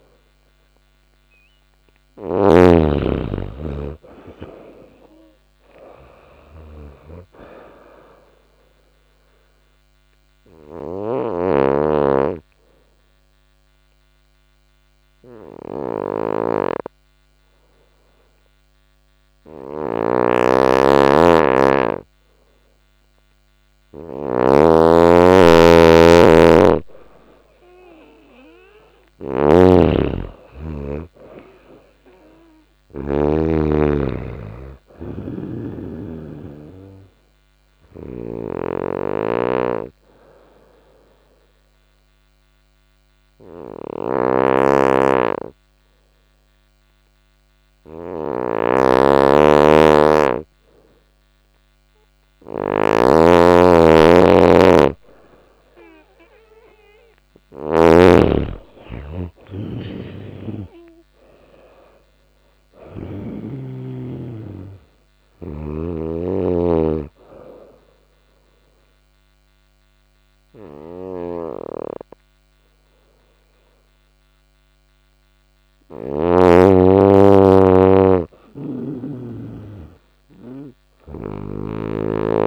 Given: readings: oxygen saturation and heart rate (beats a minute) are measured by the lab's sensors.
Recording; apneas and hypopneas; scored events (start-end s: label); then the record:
breathing in sleep by a microphone on the trachea; 3
0.00-23.50 s: snoring (device-marked)
9.50-25.50 s: oxygen desaturation (device-marked, oxygen 97% before, 90% lowest, heart rate 88 before, 87 extreme)
10.00-25.50 s: obstructive apnea (oxygen 97% before, 88% lowest, heart rate 88 before, 87 extreme, up 2 after)
25.50-32.50 s: snoring (device-marked)
28.00-31.50 s: arousal
31.50-53.50 s: oxygen desaturation (device-marked, oxygen 97% before, 88% lowest, heart rate 88 before, 86 extreme)
37.00-57.00 s: snoring (device-marked)
38.00-53.00 s: obstructive apnea (oxygen 97% before, 88% lowest, heart rate 89 before, 86 extreme, up 2 after)
55.50-59.50 s: arousal
59.00-62.50 s: snoring (device-marked)
63.50-82.47 s: oxygen desaturation (device-marked, oxygen 96% before, 88% lowest, heart rate 88 before, 87 extreme)
64.50-75.50 s: snoring (device-marked)
67.00-77.00 s: obstructive apnea (oxygen 96% before, 88% lowest, heart rate 88 before, 87 extreme, up 0 after)
From the record:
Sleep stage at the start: N2 (light sleep); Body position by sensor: on the right side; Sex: female